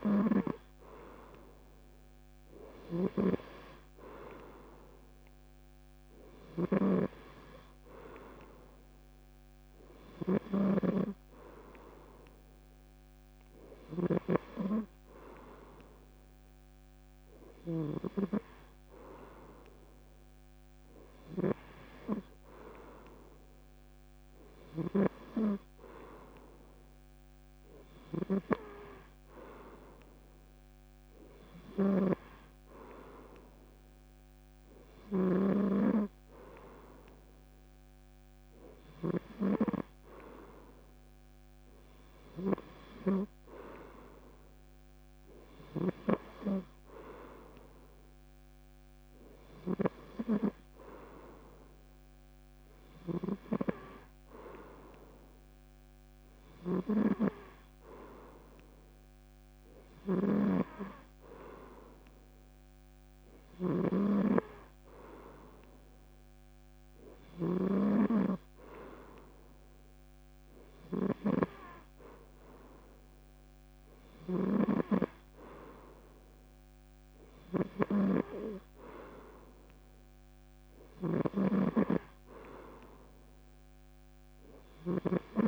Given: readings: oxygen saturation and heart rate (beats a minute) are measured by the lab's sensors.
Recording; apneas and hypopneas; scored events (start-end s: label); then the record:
breathing in sleep by a microphone on the trachea; none
2.50-21.50 s: snoring (device-marked)
31.50-35.00 s: snoring (device-marked)
59.50-67.50 s: snoring (device-marked)
74.00-85.48 s: snoring (device-marked)
From the record:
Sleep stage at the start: N3 (deep sleep); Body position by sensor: on the back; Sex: male